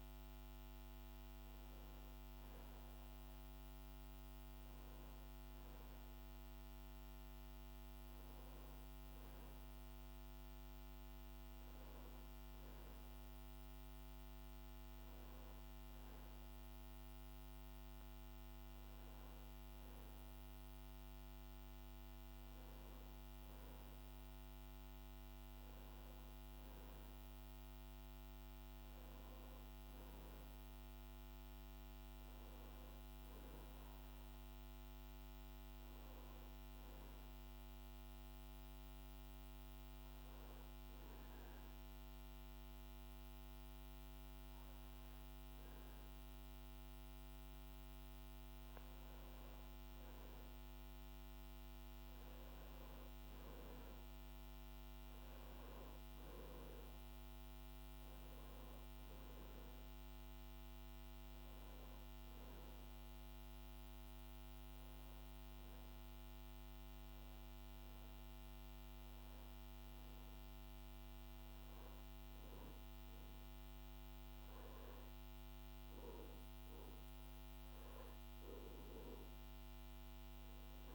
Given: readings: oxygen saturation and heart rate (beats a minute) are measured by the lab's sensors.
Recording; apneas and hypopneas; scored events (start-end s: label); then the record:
breathing in sleep, hard to hear, by a microphone on the trachea; 2
37.00-47.00 s: hypopnea (oxygen 96% before, 94% lowest, heart rate 78 before, 74 extreme, up 2 after)
51.50-56.00 s: arousal
62.50-73.00 s: hypopnea (oxygen 96% before, 94% lowest, heart rate 76 before, 76 extreme, up 2 after)
78.00-80.94 s: arousal
From the record:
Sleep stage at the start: N2 (light sleep); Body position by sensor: on the back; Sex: male